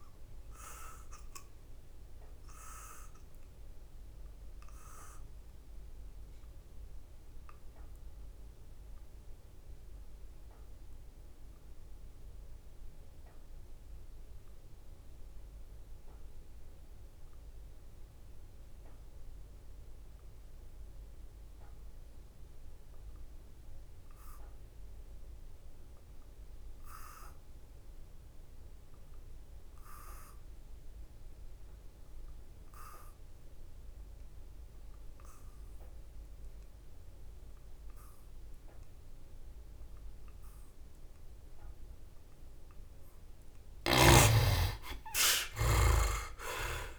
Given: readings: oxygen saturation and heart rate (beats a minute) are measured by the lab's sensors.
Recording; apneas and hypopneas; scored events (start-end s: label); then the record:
breathing in sleep by a room microphone; 1
0.00-19.00 s: oxygen desaturation (device-marked, oxygen 71% lowest, heart rate 57 extreme)
1.00-42.00 s: obstructive apnea (oxygen 98% before, 65% lowest, heart rate 67 before, 60 extreme, up 7 after)
24.00-46.99 s: oxygen desaturation (device-marked, oxygen 97% before, 65% lowest, heart rate 68 before, 60 extreme)
43.50-46.99 s: snoring (device-marked)
44.00-46.99 s: arousal
From the record:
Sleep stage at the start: N2 (light sleep); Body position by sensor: on the back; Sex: male